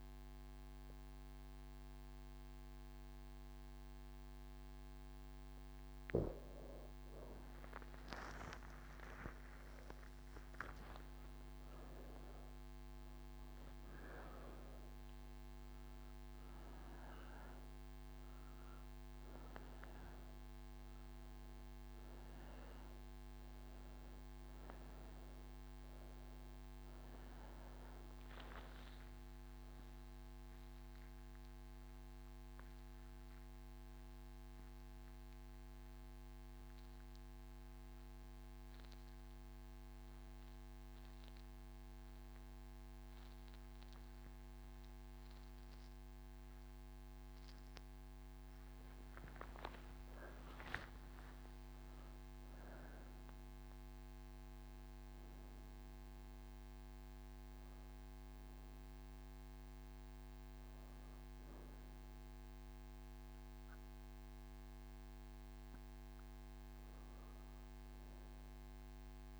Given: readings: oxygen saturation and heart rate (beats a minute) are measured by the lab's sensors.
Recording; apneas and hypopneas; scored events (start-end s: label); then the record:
breathing in sleep, hard to hear, by a microphone on the trachea; none
46.00-58.00 s: oxygen desaturation (device-marked, oxygen 96% before, 91% lowest)
From the record:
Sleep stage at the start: N2 (light sleep); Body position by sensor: on the right side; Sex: female